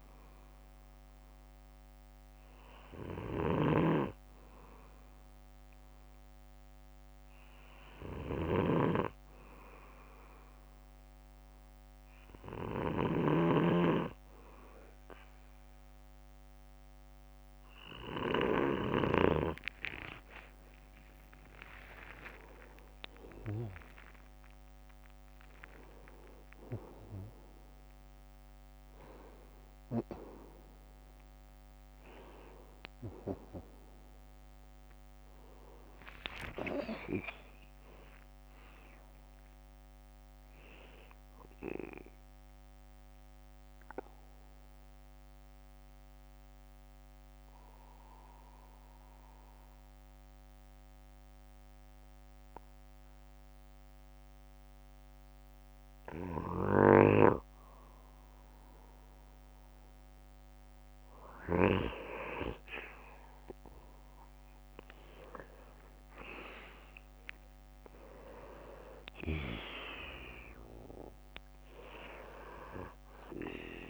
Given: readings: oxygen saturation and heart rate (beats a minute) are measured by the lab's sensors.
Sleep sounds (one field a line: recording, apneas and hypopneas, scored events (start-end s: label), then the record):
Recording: breathing in sleep by a microphone on the trachea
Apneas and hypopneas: 1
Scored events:
0.00-13.50 s: snoring (device-marked)
21.00-29.00 s: arousal
30.50-33.50 s: tachycardia (device-marked, heart rate 64 before, 86 extreme)
42.50-56.00 s: obstructive apnea (oxygen 95% before, 93% lowest, heart rate 81 before, 57 extreme, up 7 after)
54.50-56.50 s: bradycardia (device-marked, heart rate 64 before, 61 extreme)
57.50-59.50 s: bradycardia (device-marked, heart rate 65 before, 57 extreme)
64.50-69.50 s: arousal
From the record:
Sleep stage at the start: N2 (light sleep)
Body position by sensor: on the back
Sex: male